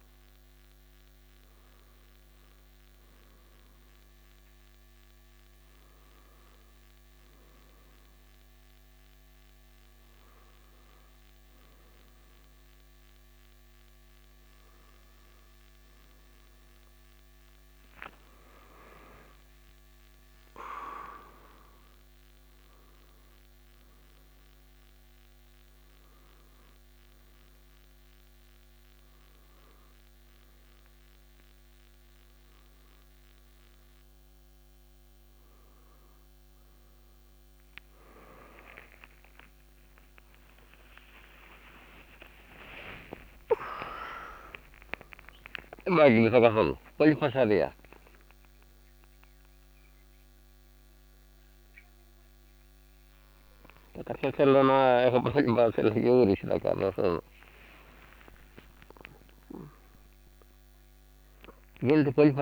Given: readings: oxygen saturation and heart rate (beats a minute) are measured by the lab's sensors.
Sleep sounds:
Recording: a person awake in a sleep study, by a microphone on the trachea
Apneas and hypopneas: none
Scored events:
none scored
From the record:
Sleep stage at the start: awake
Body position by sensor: on the left side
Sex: male

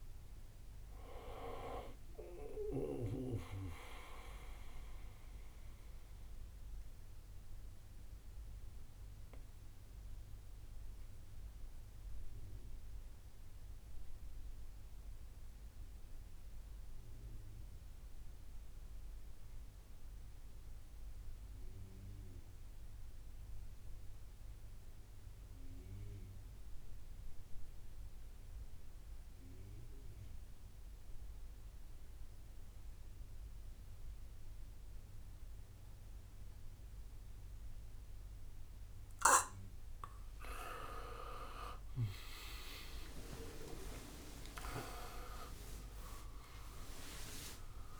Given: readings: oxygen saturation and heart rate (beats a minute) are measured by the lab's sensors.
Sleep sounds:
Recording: breathing in sleep by a room microphone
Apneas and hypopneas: 1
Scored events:
0.00-6.50 s: drop in pulse transit time (device-marked, heart rate 62 extreme)
0.00-17.50 s: oxygen desaturation (device-marked, oxygen 85% lowest, heart rate 52 extreme)
3.50-20.50 s: bradycardia (device-marked, heart rate 65 before, 52 extreme)
6.50-39.50 s: obstructive apnea (oxygen 99% before, 85% lowest, heart rate 67 before, 55 extreme, up 18 after)
28.50-48.00 s: oxygen desaturation (device-marked, oxygen 100% before, 85% lowest, heart rate 58 before, 57 extreme)
41.00-45.50 s: arousal
42.50-48.00 s: drop in pulse transit time (device-marked, heart rate 62 before, 67 extreme)
From the record:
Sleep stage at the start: N2 (light sleep)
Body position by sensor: on the back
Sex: male

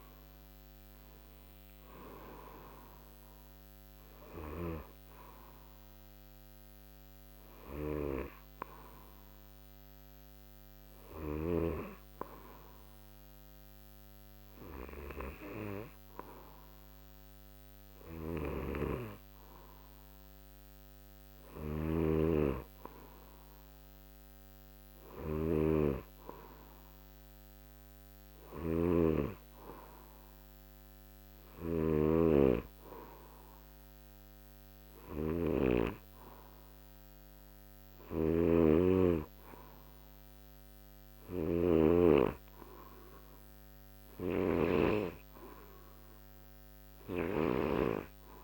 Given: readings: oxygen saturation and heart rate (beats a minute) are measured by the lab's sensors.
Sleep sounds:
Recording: breathing in sleep by a microphone on the trachea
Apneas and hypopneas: none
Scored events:
0.00-18.00 s: oxygen desaturation (device-marked, oxygen 96% before, 92% lowest, heart rate 58 before, 49 extreme)
4.00-11.50 s: snoring (device-marked)
18.00-48.44 s: snoring (device-marked)
From the record:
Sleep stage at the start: N2 (light sleep)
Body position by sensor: on the back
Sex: male

